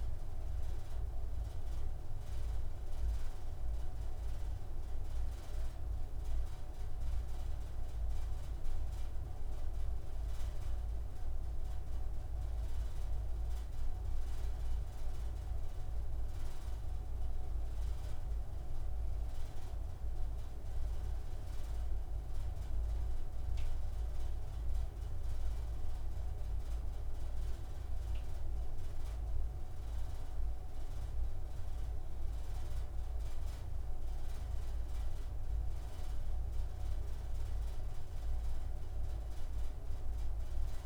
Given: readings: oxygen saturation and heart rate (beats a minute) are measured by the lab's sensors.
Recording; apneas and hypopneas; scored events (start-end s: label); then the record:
breathing in sleep, hard to hear, by a room microphone; none
none scored
From the record:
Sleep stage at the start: N2 (light sleep); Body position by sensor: on the right side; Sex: male